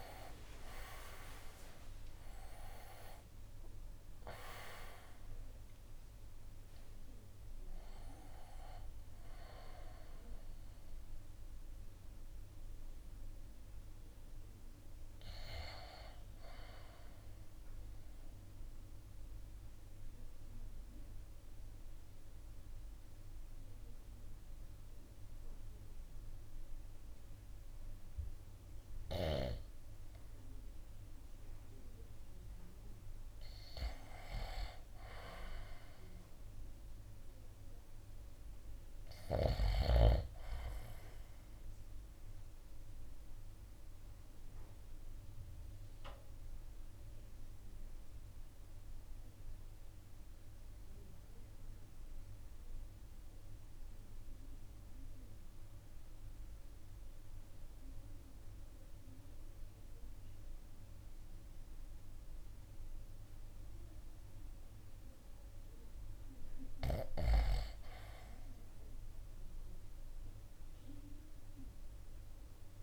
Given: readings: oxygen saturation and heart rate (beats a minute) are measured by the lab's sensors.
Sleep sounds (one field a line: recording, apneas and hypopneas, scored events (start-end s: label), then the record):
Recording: breathing in sleep by a room microphone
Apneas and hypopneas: 2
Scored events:
0.00-13.00 s: drop in pulse transit time (device-marked, heart rate 55 before, 64 extreme)
0.00-30.00 s: oxygen desaturation (device-marked, oxygen 86% lowest, heart rate 56 extreme)
17.50-32.50 s: obstructive apnea (oxygen 96% before, 86% lowest, heart rate 67 before, 55 extreme, up 3 after)
34.00-38.00 s: arousal
40.00-54.00 s: oxygen desaturation (device-marked, oxygen 99% before, 92% lowest, heart rate 57 before, 53 extreme)
42.00-66.00 s: obstructive apnea (oxygen 99% before, 85% lowest, heart rate 57 before, 53 extreme, up 0 after)
68.00-72.83 s: oxygen desaturation (device-marked, oxygen 95% before, 85% lowest, heart rate 55 before, 53 extreme)
68.50-72.83 s: arousal
From the record:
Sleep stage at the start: REM sleep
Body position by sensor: on the right side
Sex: male